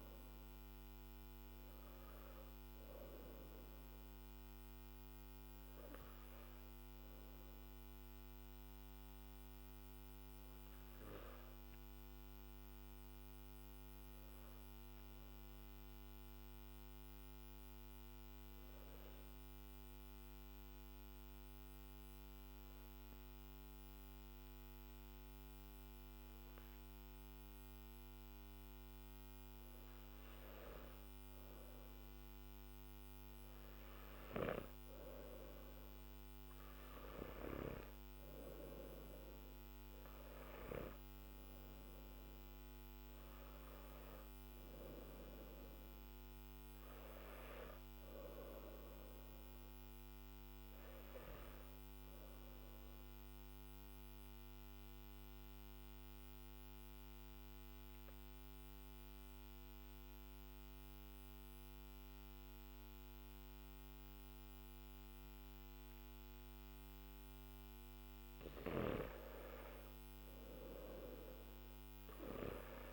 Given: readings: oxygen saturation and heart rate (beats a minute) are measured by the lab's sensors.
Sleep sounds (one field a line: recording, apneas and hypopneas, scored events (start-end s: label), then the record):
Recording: breathing in sleep by a microphone on the trachea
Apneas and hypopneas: 2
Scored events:
0.00-16.00 s: oxygen desaturation (device-marked, oxygen 92% lowest, heart rate 47 extreme)
4.00-31.50 s: obstructive apnea (oxygen 98% before, 91% lowest, heart rate 54 before, 47 extreme, up 12 after)
36.00-54.00 s: oxygen desaturation (device-marked, oxygen 97% before, 93% lowest, heart rate 50 before, 52 extreme)
50.00-68.00 s: obstructive apnea (oxygen 98% before, 90% lowest, heart rate 58 before, 50 extreme, up 5 after)
From the record:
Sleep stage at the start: N3 (deep sleep)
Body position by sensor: on the back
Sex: male